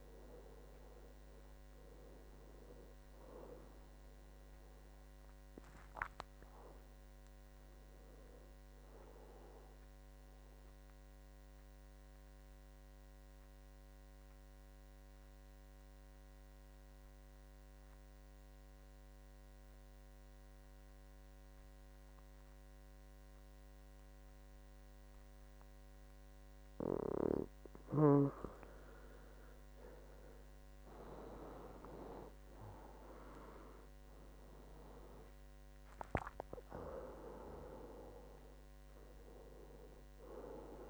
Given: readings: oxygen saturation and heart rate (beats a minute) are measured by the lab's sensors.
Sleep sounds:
breathing in sleep by a microphone on the trachea; 1
0.00-4.00 s: oxygen desaturation (device-marked, oxygen 90% lowest, heart rate 66 extreme)
11.50-28.00 s: obstructive apnea (oxygen 98% before, 90% lowest, heart rate 76 before, 66 extreme, up 15 after)
27.00-40.90 s: oxygen desaturation (device-marked, oxygen 97% before, 90% lowest, heart rate 71 before, 63 extreme)
30.50-35.00 s: arousal
From the record:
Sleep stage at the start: N2 (light sleep); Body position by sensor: on the back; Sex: male

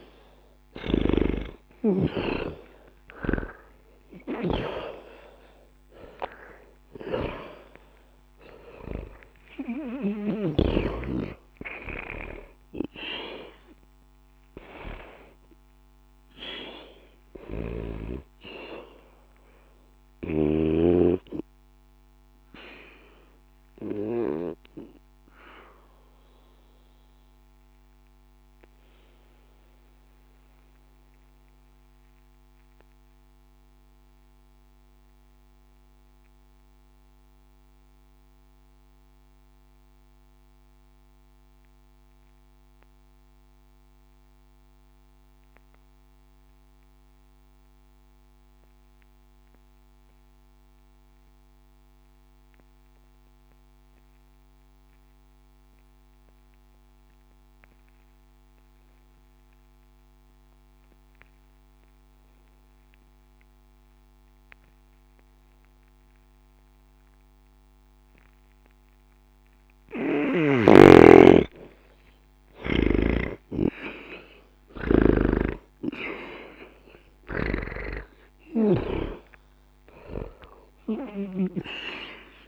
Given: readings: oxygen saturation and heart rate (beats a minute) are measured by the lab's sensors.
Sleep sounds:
breathing in sleep by a microphone on the trachea; 1
0.00-4.00 s: arousal
0.00-44.00 s: oxygen desaturation (device-marked, oxygen 78% lowest, heart rate 59 extreme)
22.50-70.50 s: obstructive apnea (oxygen 96% before, 75% lowest, heart rate 78 before, 59 extreme, up 10 after)
63.00-82.48 s: oxygen desaturation (device-marked, oxygen 98% before, 75% lowest, heart rate 60 before, 60 extreme)
70.50-82.48 s: snoring (device-marked)
72.00-76.00 s: arousal
From the record:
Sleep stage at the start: N2 (light sleep); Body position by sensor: on the back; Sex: male

